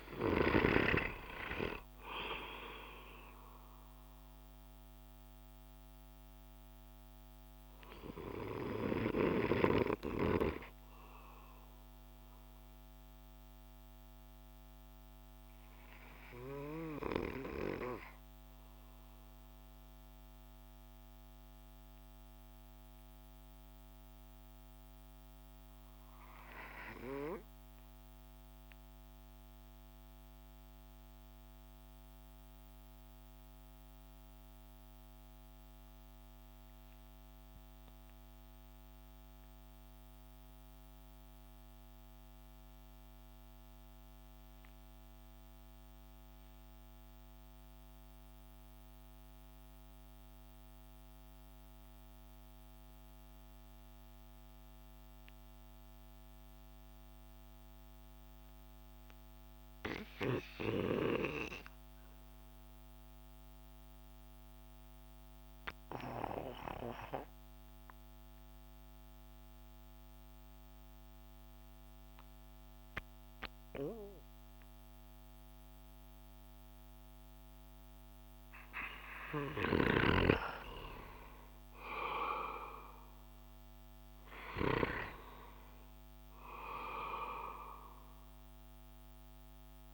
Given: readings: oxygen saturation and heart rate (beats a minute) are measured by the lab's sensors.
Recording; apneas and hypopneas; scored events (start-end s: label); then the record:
breathing in sleep by a microphone on the trachea; 1
0.00-25.50 s: oxygen desaturation (device-marked, oxygen 89% lowest)
2.50-77.50 s: obstructive apnea (oxygen 97% before, 84% lowest)
52.50-89.94 s: oxygen desaturation (device-marked, oxygen 96% before, 84% lowest)
59.50-66.00 s: snoring (device-marked)
79.00-89.94 s: snoring (device-marked)
80.00-85.50 s: arousal
From the record:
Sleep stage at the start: REM sleep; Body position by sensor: on the back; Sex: male